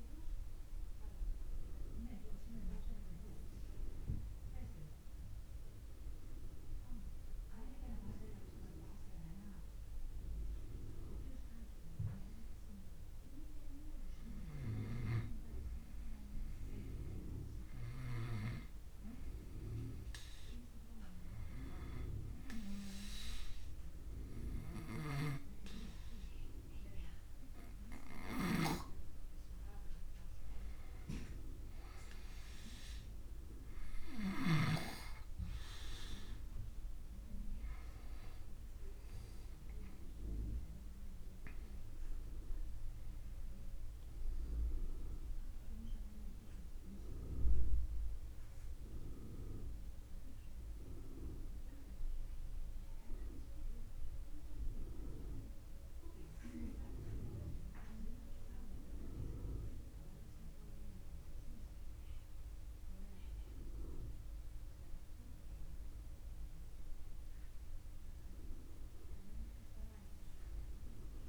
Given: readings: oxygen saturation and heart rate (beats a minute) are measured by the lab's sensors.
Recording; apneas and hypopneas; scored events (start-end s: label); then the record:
breathing in sleep by a room microphone; 1
6.50-10.00 s: arousal
14.00-28.50 s: hypopnea (oxygen 98% before, 94% lowest, heart rate 49 before, 37 extreme, up 23 after)
28.00-34.50 s: snoring (device-marked)
30.50-34.00 s: arousal
66.50-69.50 s: arousal
From the record:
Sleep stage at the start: N2 (light sleep); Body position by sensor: on the back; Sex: male